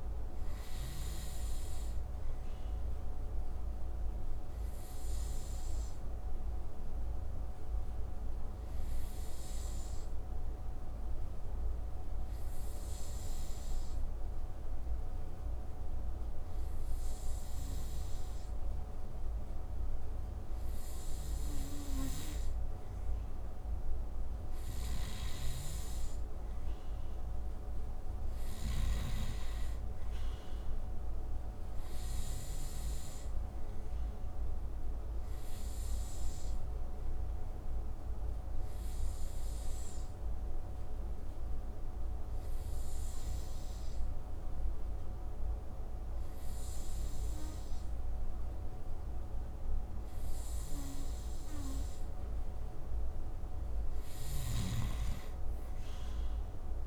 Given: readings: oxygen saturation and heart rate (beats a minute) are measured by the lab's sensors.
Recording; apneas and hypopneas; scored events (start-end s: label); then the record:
breathing in sleep, hard to hear, by a room microphone; 2
3.50-17.50 s: obstructive apnea (oxygen 93% before, 89% lowest)
20.00-22.50 s: arousal
24.00-28.00 s: snoring (device-marked)
37.50-50.00 s: hypopnea (oxygen 93% before, 89% lowest)
53.50-56.00 s: arousal
53.50-56.87 s: snoring (device-marked)
From the record:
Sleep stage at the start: N2 (light sleep); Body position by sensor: on the right side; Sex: male